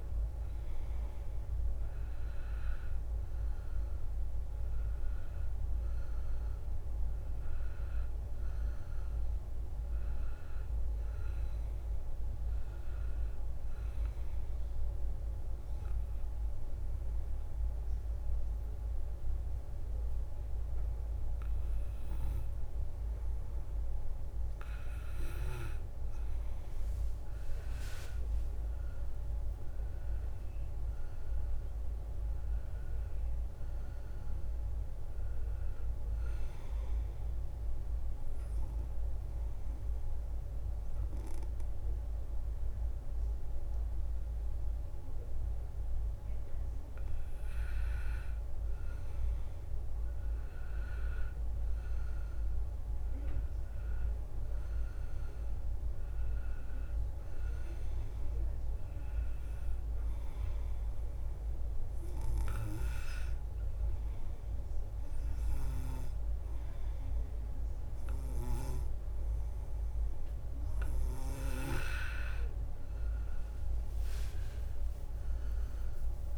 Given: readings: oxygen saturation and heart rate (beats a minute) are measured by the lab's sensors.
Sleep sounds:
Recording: breathing in sleep by a room microphone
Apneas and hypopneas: 3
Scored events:
15.50-25.50 s: obstructive apnea (oxygen 95% before, 92% lowest, heart rate 71 before, 66 extreme, up 5 after)
27.00-31.00 s: arousal
27.50-29.50 s: leg movement (device-marked)
37.50-47.50 s: obstructive apnea (oxygen 96% before, 92% lowest, heart rate 70 before, 66 extreme, up 4 after)
37.50-50.50 s: oxygen desaturation (device-marked, oxygen 96% before, 92% lowest, heart rate 70 before, 66 extreme)
50.50-54.50 s: arousal
60.50-72.00 s: hypopnea (oxygen 96% before, 93% lowest, heart rate 68 before, 69 extreme, up 7 after)
66.50-76.38 s: new sleep stage, awake
From the record:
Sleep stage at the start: N2 (light sleep)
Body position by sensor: on the back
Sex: male

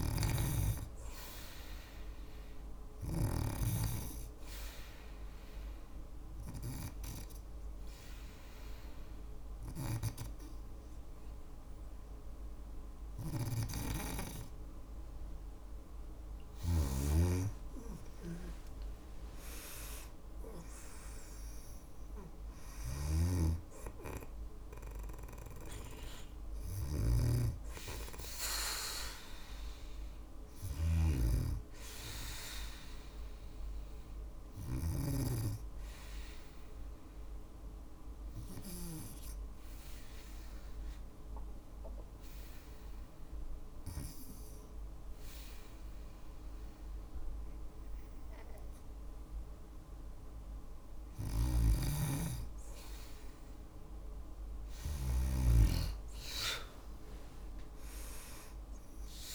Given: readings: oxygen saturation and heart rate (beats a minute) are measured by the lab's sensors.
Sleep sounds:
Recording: breathing in sleep by a room microphone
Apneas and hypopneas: 2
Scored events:
0.00-2.50 s: snoring (device-marked)
3.00-14.00 s: obstructive apnea (oxygen 98% before, 92% lowest, heart rate 57 before, 55 extreme, up 4 after)
12.00-16.00 s: snoring (device-marked)
17.00-20.50 s: arousal
22.00-34.00 s: snoring (device-marked)
38.50-50.00 s: obstructive apnea (oxygen 95% before, 92% lowest, heart rate 57 before, 52 extreme, up 2 after)
50.00-59.35 s: snoring (device-marked)
55.50-59.35 s: arousal
From the record:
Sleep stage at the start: N2 (light sleep)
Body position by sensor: on the back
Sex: female

